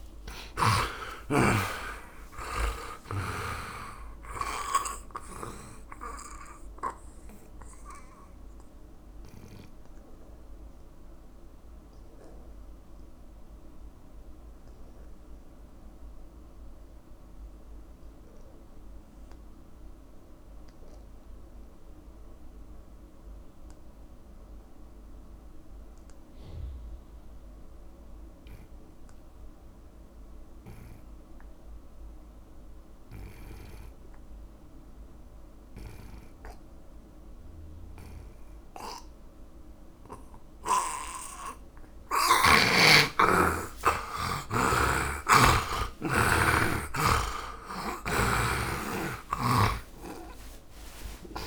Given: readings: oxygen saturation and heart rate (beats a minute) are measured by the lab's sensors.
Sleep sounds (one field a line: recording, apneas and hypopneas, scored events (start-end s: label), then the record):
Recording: breathing in sleep by a room microphone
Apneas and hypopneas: 1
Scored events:
0.00-1.50 s: arousal
0.00-28.50 s: oxygen desaturation (device-marked, oxygen 83% lowest)
9.00-42.00 s: obstructive apnea (oxygen 100% before, 79% lowest)
36.50-51.47 s: oxygen desaturation (device-marked, oxygen 100% before, 79% lowest)
44.50-49.00 s: arousal
From the record:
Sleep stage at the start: N2 (light sleep)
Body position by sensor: on the right side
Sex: male